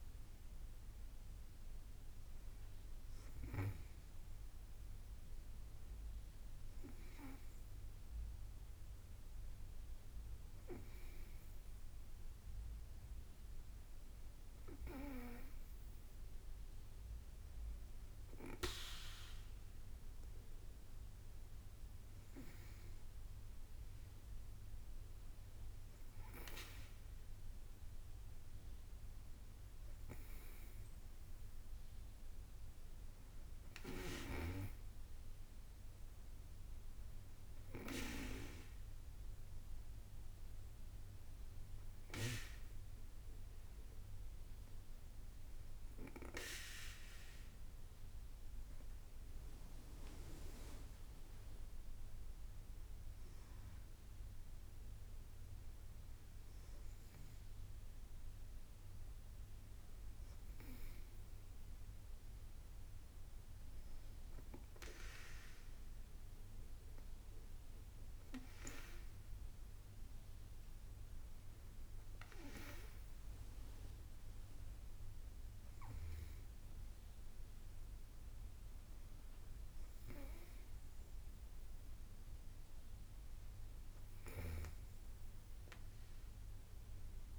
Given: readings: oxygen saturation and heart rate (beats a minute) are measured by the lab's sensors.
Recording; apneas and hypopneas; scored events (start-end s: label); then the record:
breathing in sleep by a room microphone; 1
36.50-47.50 s: hypopnea (oxygen 95% before, 94% lowest, heart rate 58 before, 56 extreme, up 3 after)
50.00-54.00 s: arousal
53.50-63.50 s: drop in pulse transit time (device-marked, heart rate 59 before, 58 extreme)
From the record:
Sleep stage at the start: N2 (light sleep); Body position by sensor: on the back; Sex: female